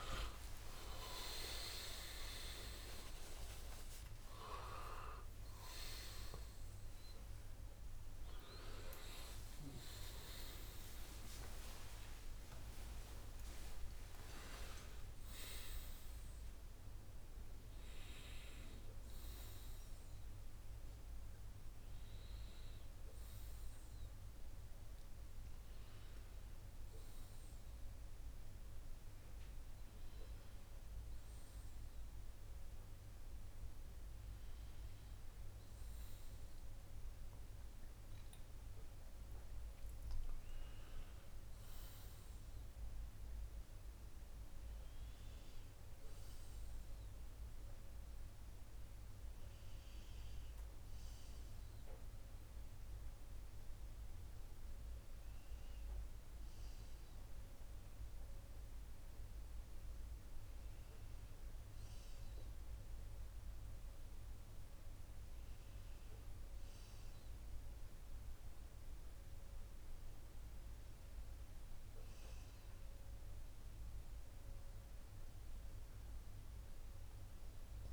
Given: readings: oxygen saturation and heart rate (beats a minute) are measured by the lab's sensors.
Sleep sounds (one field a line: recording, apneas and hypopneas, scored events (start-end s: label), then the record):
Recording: a person partly awake in a sleep study, by a room microphone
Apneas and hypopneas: none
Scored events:
2.00-25.00 s: oxygen desaturation (device-marked, oxygen 95% before, 91% lowest, heart rate 108 before, 71 extreme)
24.00-77.93 s: new sleep stage, N1 (lightest sleep)
From the record:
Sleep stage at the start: awake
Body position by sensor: on the right side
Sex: male